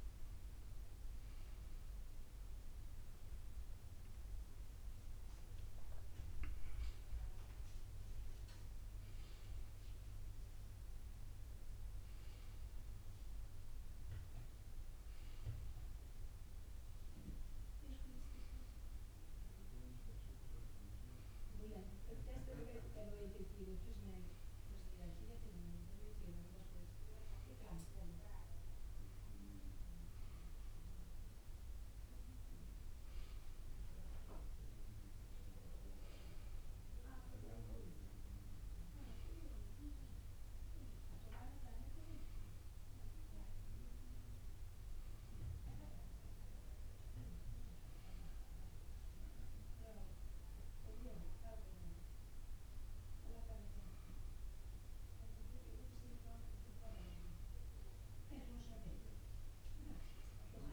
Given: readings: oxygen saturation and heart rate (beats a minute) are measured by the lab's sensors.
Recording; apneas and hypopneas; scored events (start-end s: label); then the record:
a person awake in a sleep study, by a room microphone; none
23.00-26.00 s: bradycardia (device-marked, heart rate 57 before, 60 extreme)
From the record:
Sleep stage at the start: awake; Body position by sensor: on the right side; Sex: male